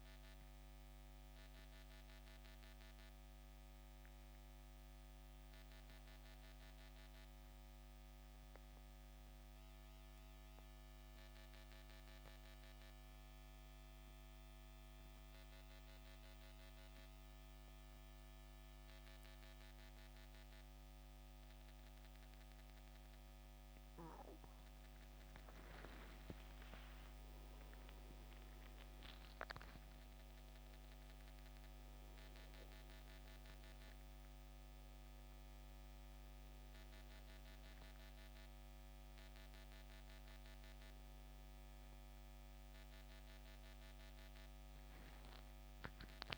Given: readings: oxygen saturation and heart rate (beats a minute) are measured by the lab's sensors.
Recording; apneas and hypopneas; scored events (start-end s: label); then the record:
breathing in sleep, hard to hear, by a microphone on the trachea; 1
0.00-6.50 s: oxygen desaturation (device-marked, oxygen 86% lowest, heart rate 62 extreme)
6.00-23.00 s: central apnea (oxygen 94% before, 85% lowest, heart rate 74 before, 62 extreme, up 16 after)
23.50-46.38 s: oxygen desaturation (device-marked, oxygen 95% before, 85% lowest, heart rate 65 before, 62 extreme)
26.00-32.00 s: arousal
From the record:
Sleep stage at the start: N2 (light sleep); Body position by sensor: on the back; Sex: male